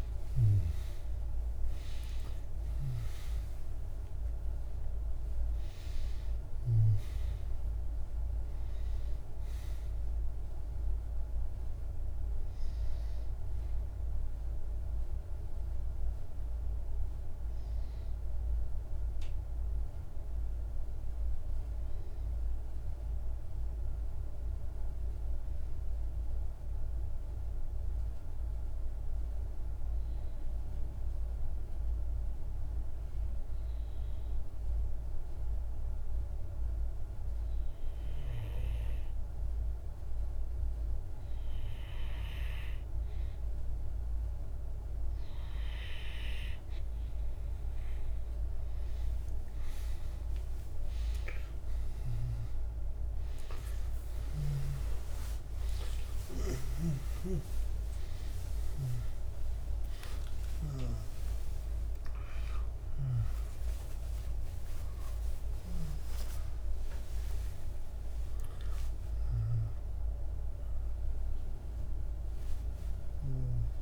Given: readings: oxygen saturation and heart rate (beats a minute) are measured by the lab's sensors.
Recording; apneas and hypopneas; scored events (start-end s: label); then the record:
a person partly awake in a sleep study, hard to hear, by a room microphone; 1
0.00-1.50 s: arousal
0.00-23.00 s: oxygen desaturation (device-marked, oxygen 91% lowest, heart rate 47 extreme)
13.50-40.50 s: obstructive apnea (oxygen 99% before, 91% lowest, heart rate 55 before, 47 extreme, up 3 after)
38.00-73.82 s: oxygen desaturation (device-marked, oxygen 99% before, 91% lowest, heart rate 48 before, 48 extreme)
43.00-73.00 s: new sleep stage, awake
73.00-73.82 s: new sleep stage, N1 (lightest sleep)
From the record:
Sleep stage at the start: N2 (light sleep); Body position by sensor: on the back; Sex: male